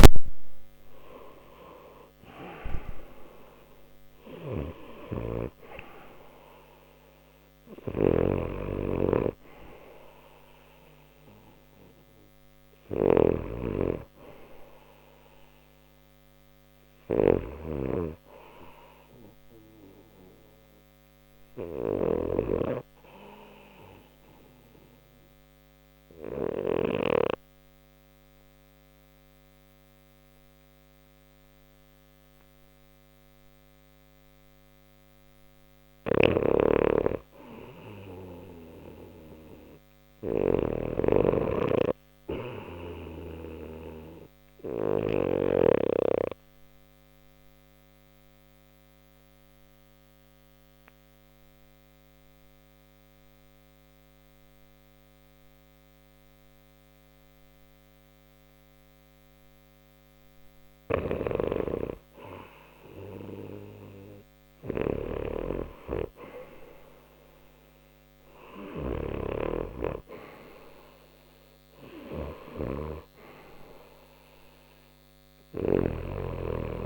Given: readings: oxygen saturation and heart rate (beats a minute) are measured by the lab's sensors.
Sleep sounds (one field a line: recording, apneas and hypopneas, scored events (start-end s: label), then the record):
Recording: breathing in sleep by a microphone on the trachea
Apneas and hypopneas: 2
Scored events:
0.00-1.50 s: arousal
0.00-11.00 s: oxygen desaturation (device-marked, oxygen 91% lowest, heart rate 59 extreme)
4.50-26.50 s: snoring (device-marked)
23.00-36.00 s: obstructive apnea (oxygen 93% before, 91% lowest, heart rate 62 before, 59 extreme, up 1 after)
35.50-45.00 s: snoring (device-marked)
38.00-41.00 s: arousal
45.00-60.00 s: obstructive apnea (oxygen 98% before, 91% lowest, heart rate 60 before, 60 extreme, up 0 after)
50.00-70.00 s: oxygen desaturation (device-marked, oxygen 97% before, 92% lowest, heart rate 60 before, 59 extreme)
66.00-70.00 s: arousal
72.00-76.86 s: snoring (device-marked)
From the record:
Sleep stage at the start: REM sleep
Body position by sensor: on the left side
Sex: male